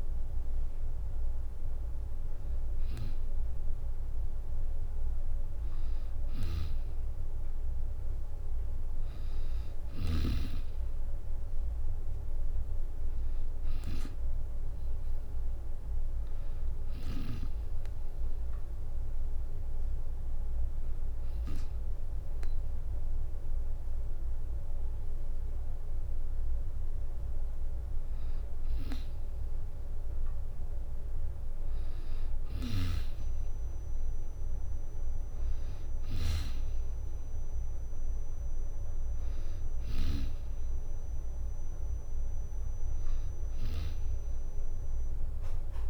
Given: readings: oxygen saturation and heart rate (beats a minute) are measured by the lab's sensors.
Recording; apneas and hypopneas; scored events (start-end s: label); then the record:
breathing in sleep by a room microphone; 1
6.00-10.00 s: snoring (device-marked)
13.00-15.50 s: arousal
14.50-42.50 s: tachycardia (device-marked, heart rate 83 before, 216 extreme)
18.00-28.00 s: hypopnea (oxygen 96% before, 92% lowest, heart rate 69 before, 33 extreme, up 21 after)
21.50-33.50 s: drop in pulse transit time (device-marked, heart rate 88 before, 169 extreme)
23.50-25.50 s: long interval between heartbeats (device-marked, heart rate 103 before, 169 extreme)
25.50-27.50 s: long interval between heartbeats (device-marked, heart rate 114 before, 177 extreme)
29.00-31.00 s: long interval between heartbeats (device-marked, heart rate 132 before, 179 extreme)
31.50-33.50 s: long interval between heartbeats (device-marked, heart rate 149 before, 169 extreme)
32.50-35.00 s: arousal
35.50-40.00 s: snoring (device-marked)
37.00-39.00 s: long interval between heartbeats (device-marked, heart rate 172 before, 174 extreme)
38.50-45.90 s: oxygen desaturation (device-marked, oxygen 96% before, 92% lowest, heart rate 178 before, 33 extreme)
39.50-41.50 s: long interval between heartbeats (device-marked, heart rate 179 before, 188 extreme)
43.50-45.50 s: long interval between heartbeats (device-marked, heart rate 175 before, 143 extreme)
43.50-45.90 s: bradycardia (device-marked, heart rate 89 before, 33 extreme)
From the record:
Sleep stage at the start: N2 (light sleep); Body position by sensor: on the back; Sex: female